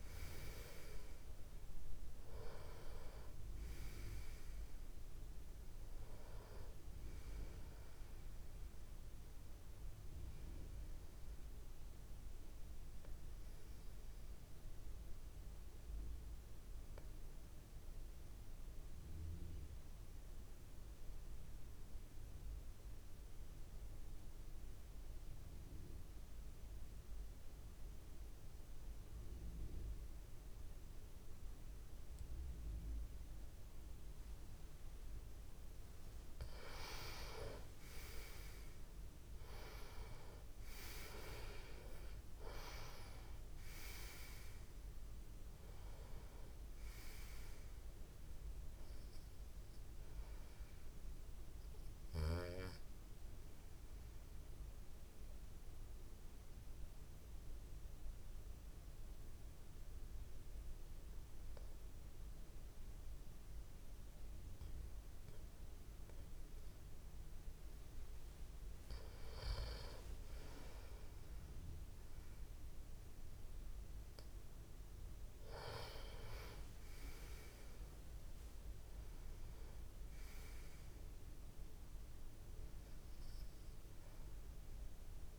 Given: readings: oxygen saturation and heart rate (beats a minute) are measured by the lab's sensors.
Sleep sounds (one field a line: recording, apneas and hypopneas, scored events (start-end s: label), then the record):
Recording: breathing in sleep by a room microphone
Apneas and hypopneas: 2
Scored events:
0.00-21.00 s: oxygen desaturation (device-marked, oxygen 90% lowest)
11.50-34.00 s: obstructive apnea (oxygen 96% before, 89% lowest)
37.00-41.00 s: arousal
40.00-65.00 s: oxygen desaturation (device-marked, oxygen 96% before, 89% lowest)
49.50-67.00 s: obstructive apnea (oxygen 97% before, 89% lowest)
68.50-72.00 s: arousal
73.00-85.39 s: oxygen desaturation (device-marked, oxygen 98% before, 93% lowest)
From the record:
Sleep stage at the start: N2 (light sleep)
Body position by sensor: on the back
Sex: male